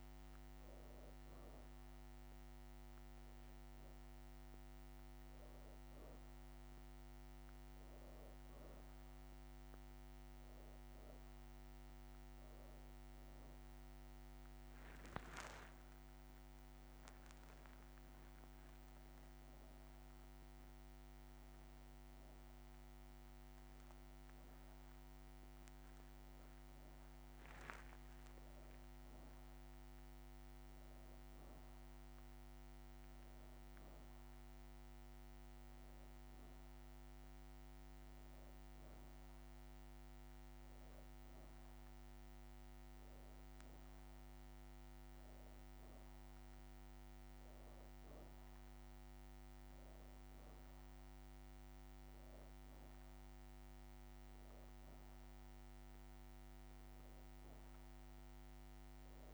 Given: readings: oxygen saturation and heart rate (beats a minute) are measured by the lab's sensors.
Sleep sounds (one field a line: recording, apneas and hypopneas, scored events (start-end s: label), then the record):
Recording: breathing in sleep, hard to hear, by a microphone on the trachea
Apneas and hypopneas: none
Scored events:
0.00-2.50 s: leg movement (device-marked)
42.50-47.00 s: leg movement (device-marked)
58.00-59.34 s: leg movement (device-marked)
From the record:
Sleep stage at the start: N2 (light sleep)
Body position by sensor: on the back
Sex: female